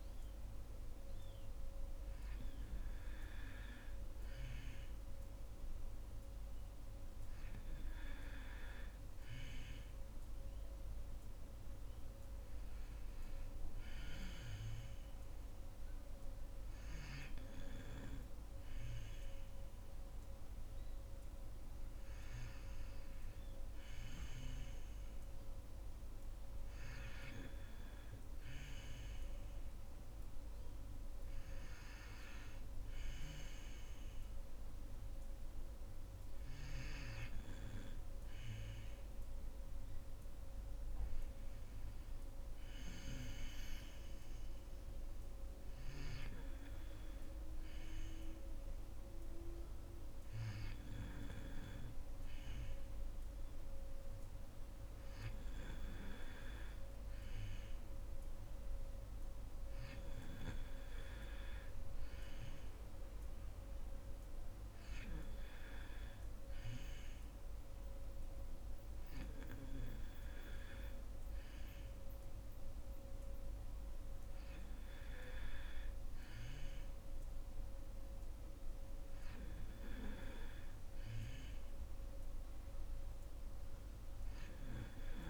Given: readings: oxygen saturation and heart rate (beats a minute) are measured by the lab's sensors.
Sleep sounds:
breathing in sleep by a room microphone; none
62.50-73.50 s: oxygen desaturation (device-marked, oxygen 93% before, 89% lowest, heart rate 68 before, 65 extreme)
From the record:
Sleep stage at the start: N2 (light sleep); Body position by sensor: on the back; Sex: female

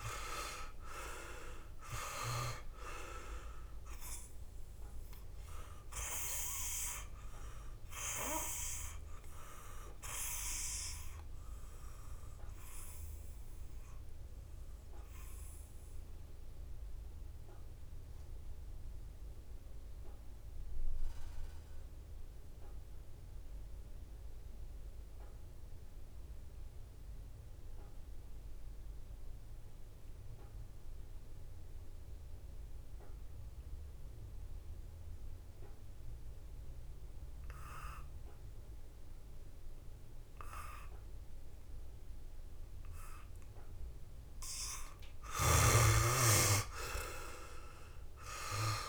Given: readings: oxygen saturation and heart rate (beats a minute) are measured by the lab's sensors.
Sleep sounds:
breathing in sleep by a room microphone; 1
0.00-1.00 s: arousal
0.00-22.50 s: oxygen desaturation (device-marked, oxygen 70% lowest, heart rate 66 extreme)
6.50-43.50 s: obstructive apnea (oxygen 97% before, 70% lowest, heart rate 74 before, 66 extreme, up 7 after)
27.50-48.89 s: oxygen desaturation (device-marked, oxygen 98% before, 73% lowest, heart rate 72 before, 65 extreme)
45.00-48.89 s: snoring (device-marked)
From the record:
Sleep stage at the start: N2 (light sleep); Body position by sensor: on the back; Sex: male

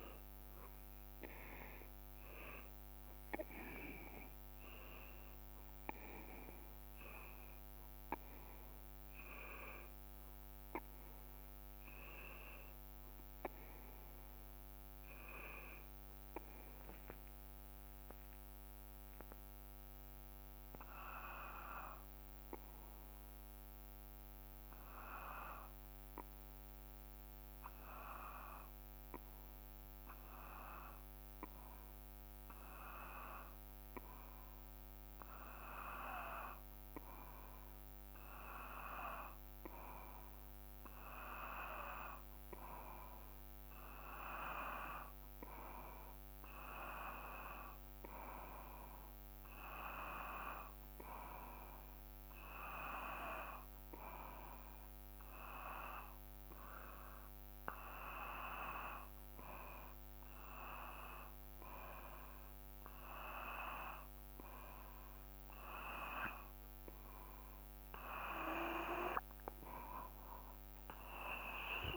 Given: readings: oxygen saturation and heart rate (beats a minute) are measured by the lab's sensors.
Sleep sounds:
breathing in sleep by a microphone on the trachea; 1
0.00-7.00 s: oxygen desaturation (device-marked, oxygen 84% lowest, heart rate 55 extreme)
12.50-16.00 s: arousal
18.00-34.00 s: hypopnea (oxygen 96% before, 92% lowest, heart rate 56 before, 56 extreme, up 1 after)
36.00-54.00 s: oxygen desaturation (device-marked, oxygen 95% before, 92% lowest, heart rate 56 before, 57 extreme)
36.50-41.00 s: arousal
From the record:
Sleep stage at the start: N2 (light sleep); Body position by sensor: on the back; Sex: male

